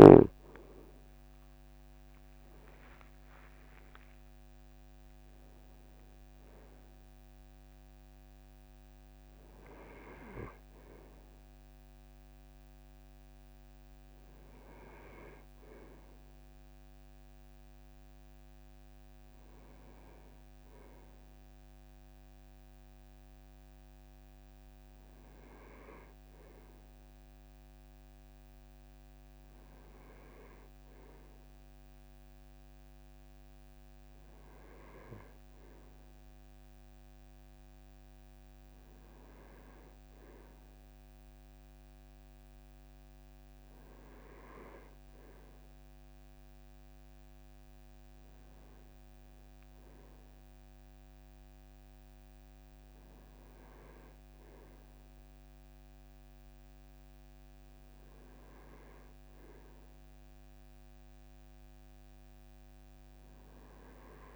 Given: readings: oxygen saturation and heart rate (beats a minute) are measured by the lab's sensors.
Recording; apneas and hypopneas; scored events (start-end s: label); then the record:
breathing in sleep by a microphone on the trachea; none
1.00-4.50 s: arousal
From the record:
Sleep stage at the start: N2 (light sleep); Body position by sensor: on the front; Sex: male